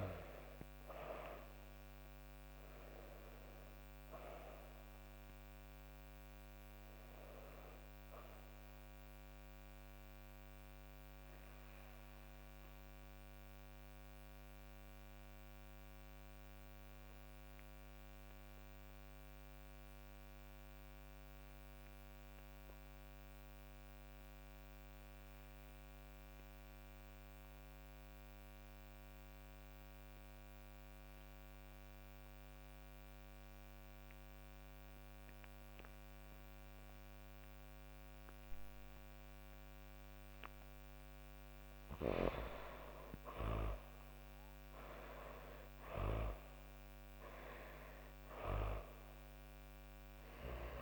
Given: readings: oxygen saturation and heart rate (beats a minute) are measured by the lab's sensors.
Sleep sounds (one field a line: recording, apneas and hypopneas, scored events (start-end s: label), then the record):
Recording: breathing in sleep by a microphone on the trachea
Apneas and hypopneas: 1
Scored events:
0.00-24.50 s: oxygen desaturation (device-marked, oxygen 80% lowest, heart rate 55 extreme)
13.00-40.50 s: obstructive apnea (oxygen 97% before, 80% lowest, heart rate 100 before, 69 extreme)
36.50-50.82 s: oxygen desaturation (device-marked, oxygen 98% before, 82% lowest, heart rate 106 before, 95 extreme)
41.50-46.00 s: arousal
From the record:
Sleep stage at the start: N2 (light sleep)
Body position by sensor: on the back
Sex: female